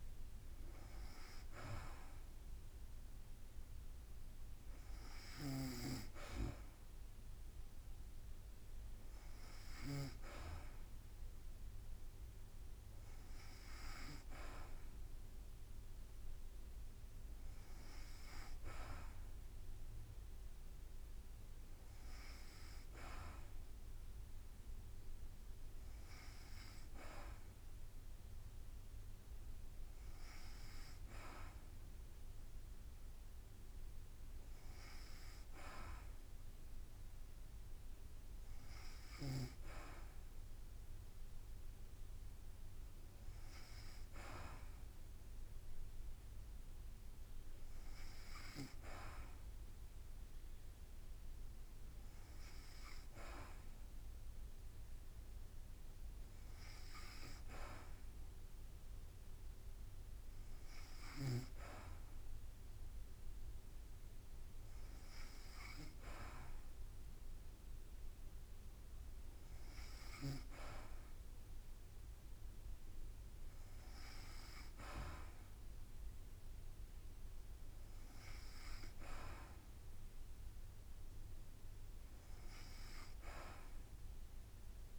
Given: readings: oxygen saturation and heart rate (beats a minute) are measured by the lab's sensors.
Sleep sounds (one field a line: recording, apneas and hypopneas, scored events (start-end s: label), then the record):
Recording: breathing in sleep by a room microphone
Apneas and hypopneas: none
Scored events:
5.00-10.00 s: snoring (device-marked)
From the record:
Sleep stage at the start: N2 (light sleep)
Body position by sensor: on the back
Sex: female